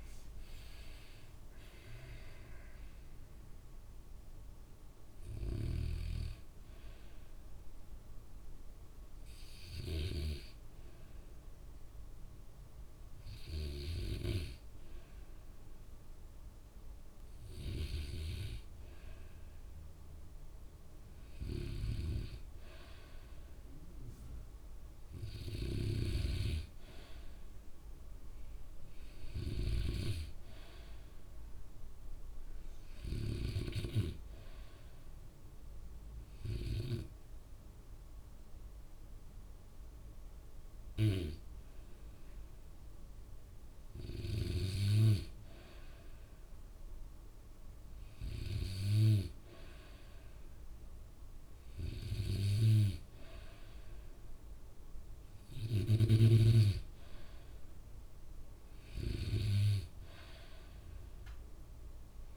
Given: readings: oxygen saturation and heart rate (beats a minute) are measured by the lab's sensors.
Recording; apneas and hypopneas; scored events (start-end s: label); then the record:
breathing in sleep by a room microphone; 2
0.00-3.50 s: arousal
9.00-19.00 s: hypopnea (oxygen 95% before, 94% lowest, heart rate 84 before, 62 extreme, up 1 after)
22.50-26.00 s: arousal
34.50-45.50 s: hypopnea (oxygen 98% before, 95% lowest, heart rate 65 before, 59 extreme, up 2 after)
49.00-51.50 s: arousal
From the record:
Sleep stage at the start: N2 (light sleep); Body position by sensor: on the back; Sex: male